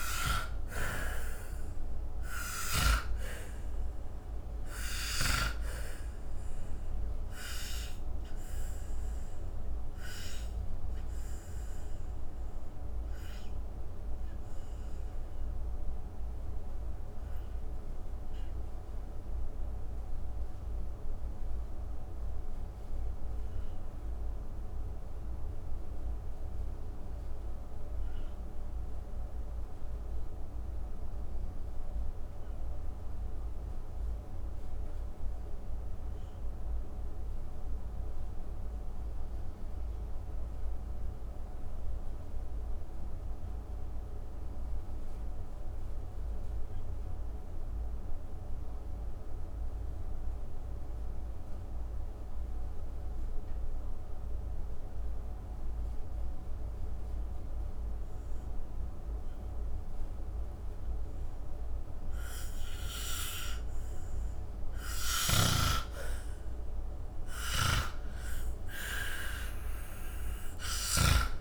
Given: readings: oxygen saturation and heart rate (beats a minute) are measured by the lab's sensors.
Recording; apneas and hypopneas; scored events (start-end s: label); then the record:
breathing in sleep by a room microphone; 1
0.00-2.50 s: snoring (device-marked)
0.00-38.50 s: oxygen desaturation (device-marked, oxygen 76% lowest, heart rate 39 extreme)
8.00-62.00 s: mixed apnea (oxygen 97% before, 76% lowest)
60.50-71.41 s: oxygen desaturation (device-marked, oxygen 98% before, 94% lowest)
64.50-70.50 s: snoring (device-marked)
66.50-71.41 s: arousal
From the record:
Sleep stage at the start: N2 (light sleep); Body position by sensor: on the back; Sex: male